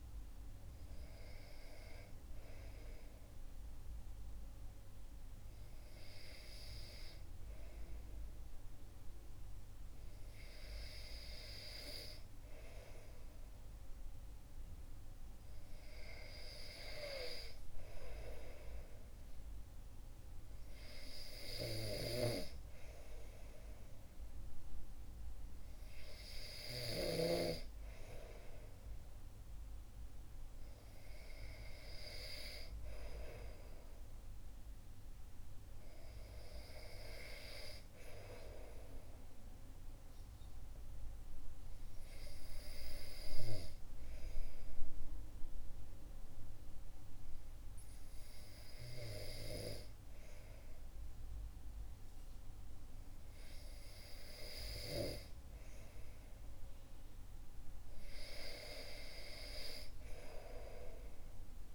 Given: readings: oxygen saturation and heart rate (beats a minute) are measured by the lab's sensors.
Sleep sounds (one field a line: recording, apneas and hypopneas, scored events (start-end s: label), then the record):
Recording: breathing in sleep by a room microphone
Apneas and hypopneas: none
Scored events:
none scored
From the record:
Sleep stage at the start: REM sleep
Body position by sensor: on the back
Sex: male